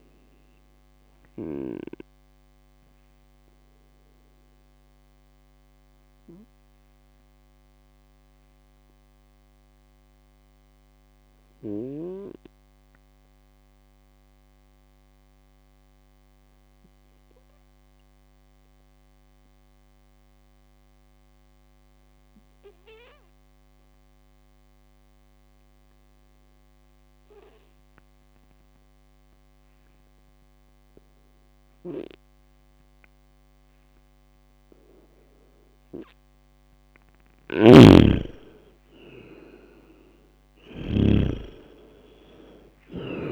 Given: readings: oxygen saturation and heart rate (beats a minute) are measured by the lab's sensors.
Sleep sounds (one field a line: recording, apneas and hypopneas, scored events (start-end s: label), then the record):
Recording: breathing in sleep by a microphone on the trachea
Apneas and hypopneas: 1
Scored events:
2.00-34.00 s: obstructive apnea (oxygen 100% before, 95% lowest)
37.00-43.32 s: snoring (device-marked)
38.00-43.32 s: arousal
From the record:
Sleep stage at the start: N2 (light sleep)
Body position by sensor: on the right side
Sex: male